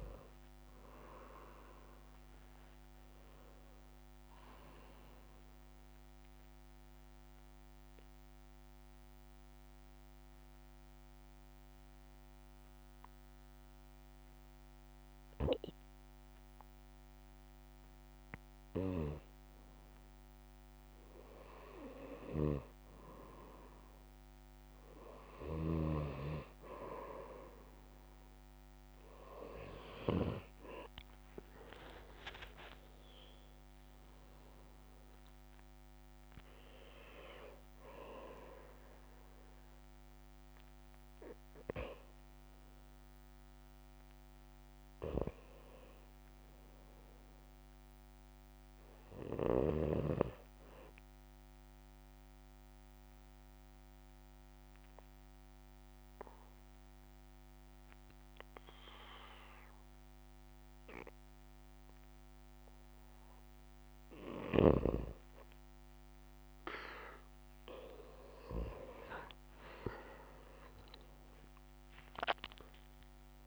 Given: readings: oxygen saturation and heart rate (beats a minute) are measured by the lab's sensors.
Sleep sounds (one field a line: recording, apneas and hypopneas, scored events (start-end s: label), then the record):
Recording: breathing in sleep by a microphone on the trachea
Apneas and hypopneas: 2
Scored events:
0.00-7.50 s: oxygen desaturation (device-marked, oxygen 90% lowest, heart rate 65 extreme)
5.00-19.50 s: mixed apnea (oxygen 95% before, 90% lowest, heart rate 70 before, 63 extreme, up 4 after)
22.50-26.00 s: arousal
31.50-51.50 s: oxygen desaturation (device-marked, oxygen 95% before, 91% lowest, heart rate 67 before, 63 extreme)
52.50-64.50 s: obstructive apnea (oxygen 95% before, 87% lowest, heart rate 69 before, 65 extreme, up 7 after)
70.00-73.47 s: arousal
70.50-73.47 s: oxygen desaturation (device-marked, oxygen 95% before, 91% lowest, heart rate 69 before, 65 extreme)
From the record:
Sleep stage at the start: N2 (light sleep)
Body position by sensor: on the back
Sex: male